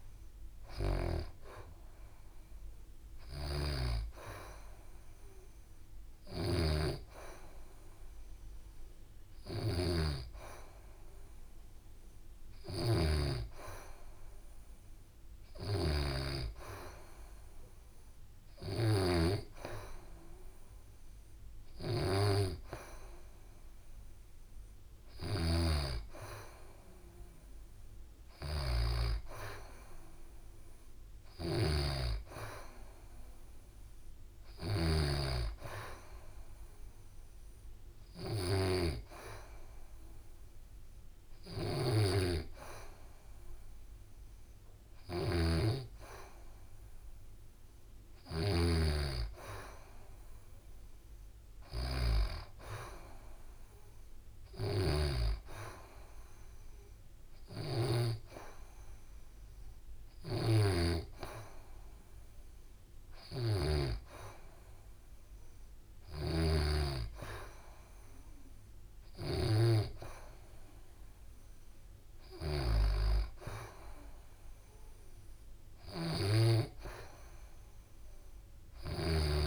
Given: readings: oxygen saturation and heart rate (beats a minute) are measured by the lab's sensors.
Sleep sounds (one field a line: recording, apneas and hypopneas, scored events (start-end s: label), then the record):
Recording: breathing in sleep by a room microphone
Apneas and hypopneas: none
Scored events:
0.00-28.50 s: snoring (device-marked)
30.50-57.50 s: snoring (device-marked)
59.50-63.50 s: snoring (device-marked)
65.50-79.47 s: snoring (device-marked)
From the record:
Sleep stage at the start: N2 (light sleep)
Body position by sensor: on the back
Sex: female